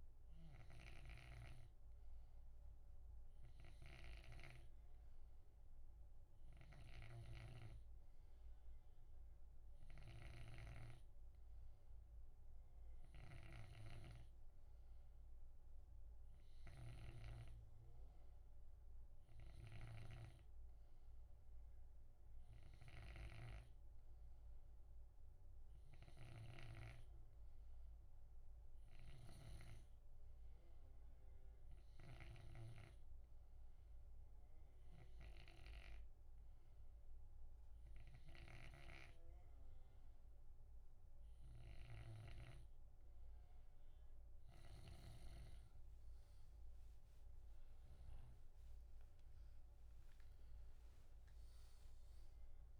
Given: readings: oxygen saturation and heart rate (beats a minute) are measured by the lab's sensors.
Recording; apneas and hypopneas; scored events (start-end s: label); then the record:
breathing in sleep by a room microphone; none
0.00-48.50 s: snoring (device-marked)
46.00-51.00 s: arousal
From the record:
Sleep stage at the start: N2 (light sleep); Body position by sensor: on the left side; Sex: male